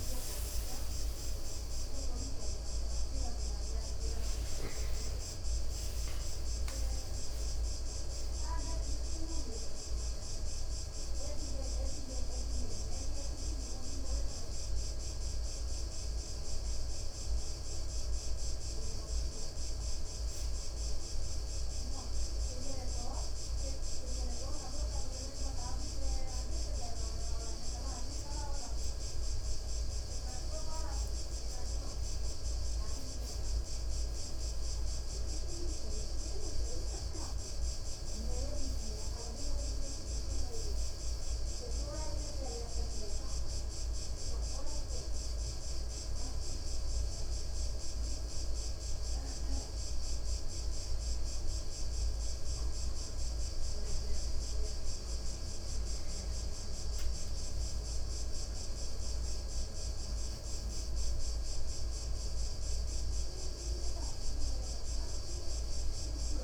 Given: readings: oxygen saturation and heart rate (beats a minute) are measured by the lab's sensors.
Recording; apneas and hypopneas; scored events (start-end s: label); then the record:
a person partly awake in a sleep study, hard to hear, by a room microphone; 1
8.50-38.50 s: new sleep stage, N1 (lightest sleep)
37.00-41.00 s: arousal
38.50-66.44 s: new sleep stage, N2 (light sleep)
43.50-54.00 s: hypopnea (oxygen 98% before, 94% lowest, heart rate 65 before, 60 extreme, up 8 after)
57.00-60.50 s: arousal
From the record:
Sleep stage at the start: awake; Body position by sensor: on the right side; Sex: male